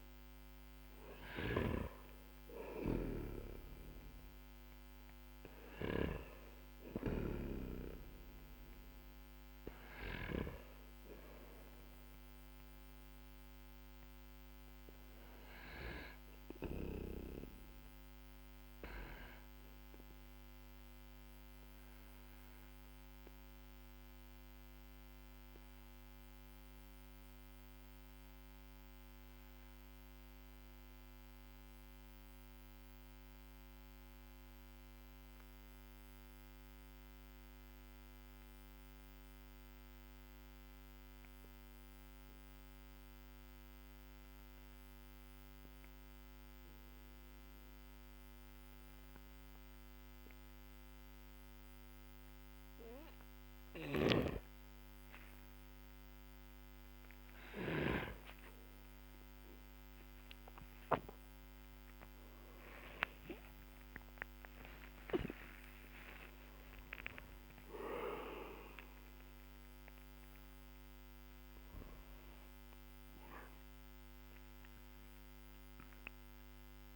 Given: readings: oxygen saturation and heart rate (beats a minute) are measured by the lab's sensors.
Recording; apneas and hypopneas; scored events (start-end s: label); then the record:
breathing in sleep by a microphone on the trachea; 1
0.00-1.50 s: arousal
0.00-10.00 s: snoring (device-marked)
9.50-36.50 s: oxygen desaturation (device-marked, oxygen 95% before, 92% lowest, heart rate 57 before, 44 extreme)
25.50-58.50 s: obstructive apnea (oxygen 95% before, 92% lowest, heart rate 48 before, 49 extreme, up 34 after)
51.50-76.96 s: new sleep stage, N1 (lightest sleep)
53.50-57.50 s: snoring (device-marked)
54.50-70.50 s: oxygen desaturation (device-marked, oxygen 99% before, 94% lowest, heart rate 55 before, 45 extreme)
60.00-65.50 s: arousal
From the record:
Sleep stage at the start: N2 (light sleep); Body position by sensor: on the back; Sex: male